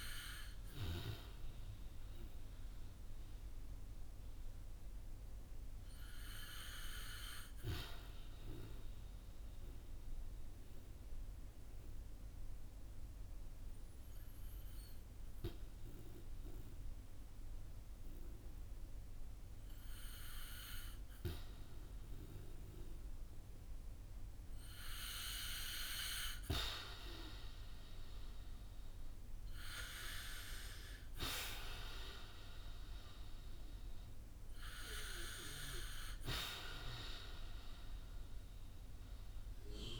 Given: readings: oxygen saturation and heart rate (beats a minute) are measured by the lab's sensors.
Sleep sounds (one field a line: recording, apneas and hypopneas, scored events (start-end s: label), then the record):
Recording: breathing in sleep by a room microphone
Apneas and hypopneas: 1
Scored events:
0.00-10.50 s: oxygen desaturation (device-marked, oxygen 80% lowest, heart rate 48 extreme)
1.50-25.00 s: obstructive apnea (oxygen 90% before, 80% lowest, heart rate 62 before, 48 extreme, up 13 after)
27.50-31.00 s: arousal
30.50-40.00 s: oxygen desaturation (device-marked, oxygen 97% before, 92% lowest, heart rate 55 before, 54 extreme)
From the record:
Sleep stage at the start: REM sleep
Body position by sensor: on the back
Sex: male